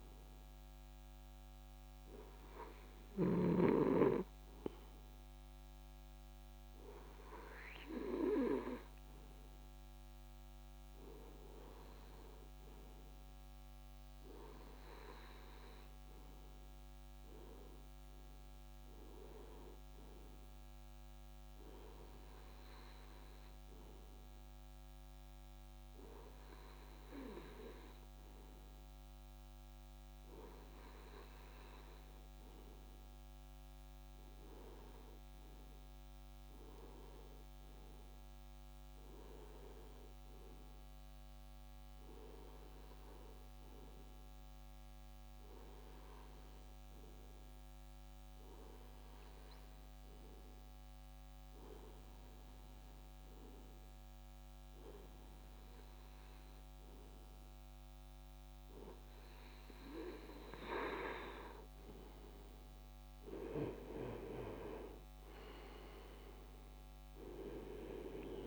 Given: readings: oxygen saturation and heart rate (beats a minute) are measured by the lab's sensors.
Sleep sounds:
breathing in sleep by a microphone on the trachea; 1
1.50-59.50 s: hypopnea (oxygen 98% before, 93% lowest)
60.00-68.47 s: oxygen desaturation (device-marked, oxygen 96% before, 93% lowest, heart rate 72 before, 37 extreme)
61.50-66.00 s: arousal
From the record:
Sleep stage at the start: REM sleep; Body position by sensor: on the right side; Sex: male

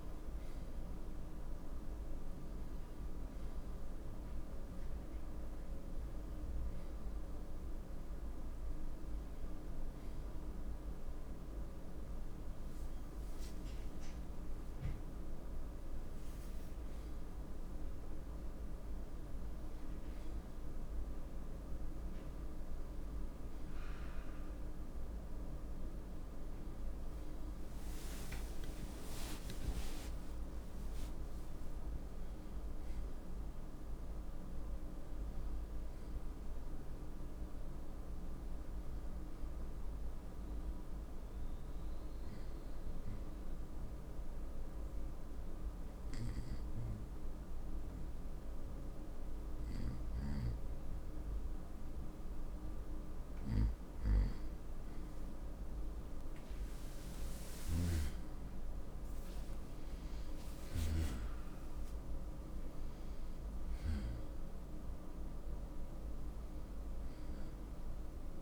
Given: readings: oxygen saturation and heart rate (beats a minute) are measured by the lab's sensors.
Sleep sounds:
breathing in sleep, hard to hear, by a room microphone; none
23.50-28.50 s: arousal
37.00-68.42 s: new sleep stage, N2 (light sleep)
From the record:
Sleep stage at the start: N1 (lightest sleep); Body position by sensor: on the right side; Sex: male

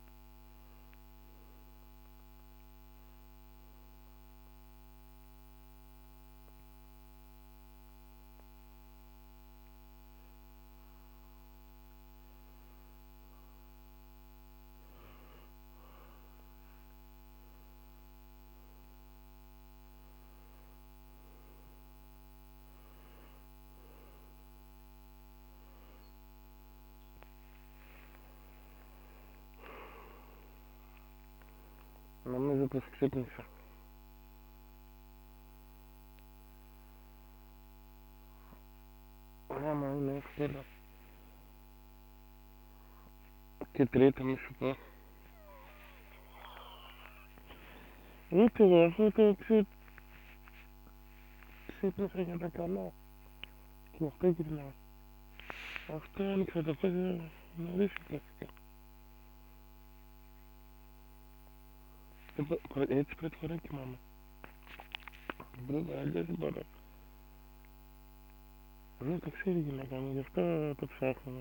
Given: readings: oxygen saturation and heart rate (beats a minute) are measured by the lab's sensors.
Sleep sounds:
a person awake in a sleep study, by a microphone on the trachea; 1
0.00-13.50 s: oxygen desaturation (device-marked, oxygen 94% lowest, heart rate 58 extreme)
2.50-12.50 s: central apnea (oxygen 98% before, 93% lowest, heart rate 82 before, 58 extreme, up 2 after)
21.50-30.50 s: oxygen desaturation (device-marked, oxygen 97% before, 93% lowest, heart rate 64 before, 60 extreme)
21.50-71.41 s: new sleep stage, awake
39.00-52.00 s: snoring (device-marked)
56.50-69.00 s: snoring (device-marked)
From the record:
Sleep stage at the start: N2 (light sleep); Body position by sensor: on the back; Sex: male

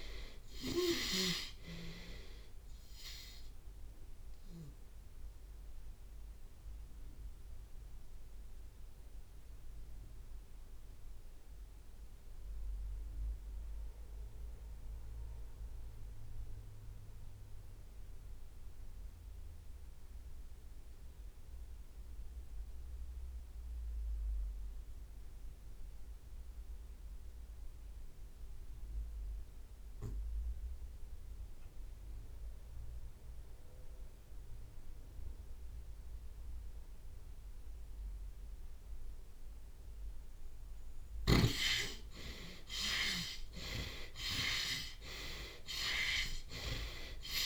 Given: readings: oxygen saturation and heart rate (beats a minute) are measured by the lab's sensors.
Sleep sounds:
breathing in sleep by a room microphone; 1
0.00-1.00 s: long interval between heartbeats (device-marked)
0.00-1.50 s: snoring (device-marked)
0.00-15.00 s: oxygen desaturation (device-marked, oxygen 90% lowest)
3.00-5.00 s: long interval between heartbeats (device-marked)
5.50-37.50 s: obstructive apnea (oxygen 96% before, 66% lowest)
17.00-33.00 s: oxygen desaturation (device-marked, oxygen 91% before, 66% lowest)
26.50-28.50 s: long interval between heartbeats (device-marked)
35.00-47.46 s: oxygen desaturation (device-marked, oxygen 93% before, 67% lowest)
40.50-42.50 s: long interval between heartbeats (device-marked)
41.50-47.00 s: arousal
45.00-47.00 s: long interval between heartbeats (device-marked)
From the record:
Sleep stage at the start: REM sleep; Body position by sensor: on the left side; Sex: male

